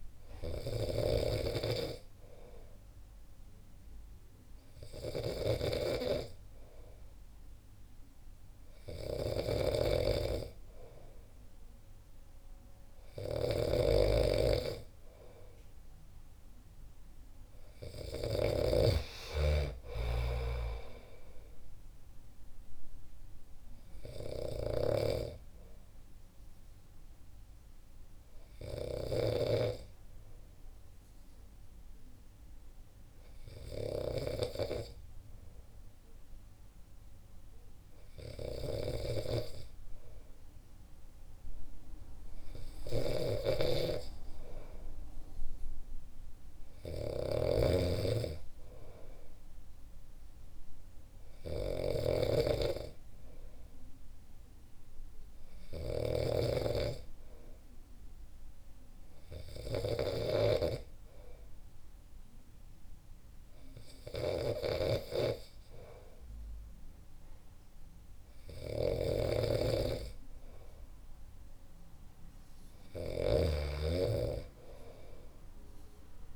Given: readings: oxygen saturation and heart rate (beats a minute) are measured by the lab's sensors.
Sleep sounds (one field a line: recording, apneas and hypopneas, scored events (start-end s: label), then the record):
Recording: breathing in sleep by a room microphone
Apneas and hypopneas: 1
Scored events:
0.00-19.00 s: snoring (device-marked)
17.50-20.00 s: arousal
23.00-40.50 s: hypopnea (oxygen 94% before, 92% lowest, heart rate 66 before, 63 extreme, up 3 after)
25.00-60.50 s: snoring (device-marked)
42.50-45.50 s: arousal
69.00-76.36 s: snoring (device-marked)
From the record:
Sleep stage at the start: N2 (light sleep)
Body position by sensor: on the back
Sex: male